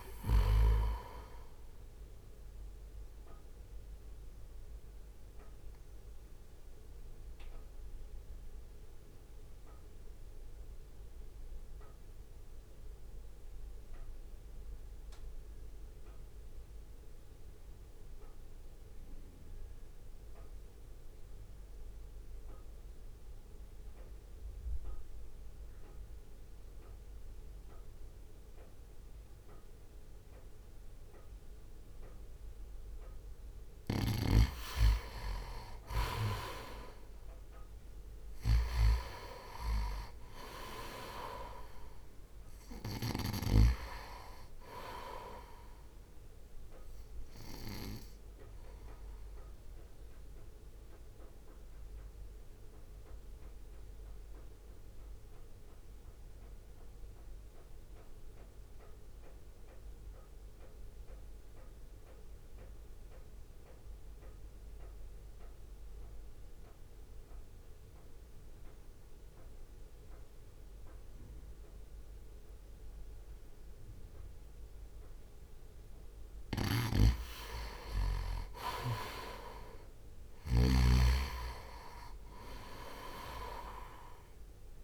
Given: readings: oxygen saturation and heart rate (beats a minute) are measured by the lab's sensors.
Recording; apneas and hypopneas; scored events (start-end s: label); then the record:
breathing in sleep by a room microphone; 2
0.00-7.00 s: drop in pulse transit time (device-marked, heart rate 48 extreme)
4.00-32.50 s: mixed apnea (oxygen 98% before, 89% lowest, heart rate 56 before, 49 extreme, up 1 after)
18.00-26.00 s: oxygen desaturation (device-marked, oxygen 93% before, 90% lowest, heart rate 54 before, 52 extreme)
33.50-37.00 s: arousal
37.00-49.00 s: oxygen desaturation (device-marked, oxygen 98% before, 91% lowest, heart rate 60 before, 49 extreme)
38.00-52.00 s: drop in pulse transit time (device-marked, heart rate 60 before, 49 extreme)
47.00-76.00 s: mixed apnea (oxygen 98% before, 89% lowest, heart rate 58 before, 51 extreme, up 1 after)
62.00-70.00 s: oxygen desaturation (device-marked, oxygen 92% before, 89% lowest, heart rate 53 before, 52 extreme)
76.50-84.84 s: snoring (device-marked)
78.00-84.84 s: oxygen desaturation (device-marked, oxygen 98% before, 91% lowest, heart rate 60 before, 52 extreme)
79.00-82.00 s: arousal
83.00-84.84 s: drop in pulse transit time (device-marked, heart rate 60 before, 52 extreme)
From the record:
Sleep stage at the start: N2 (light sleep); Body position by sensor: on the right side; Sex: male